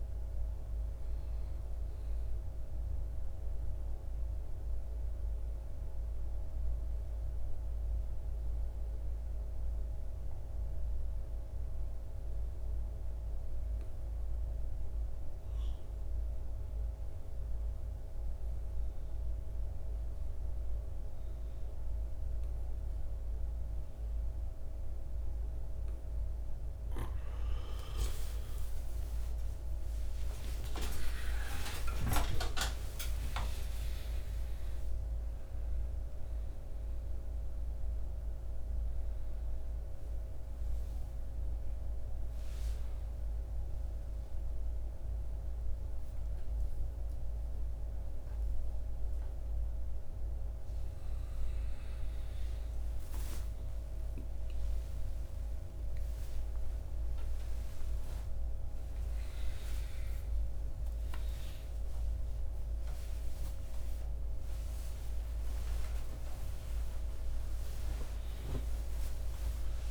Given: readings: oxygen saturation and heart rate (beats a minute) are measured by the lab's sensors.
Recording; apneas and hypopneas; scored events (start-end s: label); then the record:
a person partly awake in a sleep study, by a room microphone; 1
3.00-26.50 s: mixed apnea (oxygen 98% before, 83% lowest, heart rate 53 before, 49 extreme, up 37 after)
25.50-62.50 s: oxygen desaturation (device-marked, oxygen 96% before, 83% lowest, heart rate 52 before, 55 extreme)
43.50-69.90 s: new sleep stage, awake
From the record:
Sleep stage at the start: N2 (light sleep); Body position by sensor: on the right side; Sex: male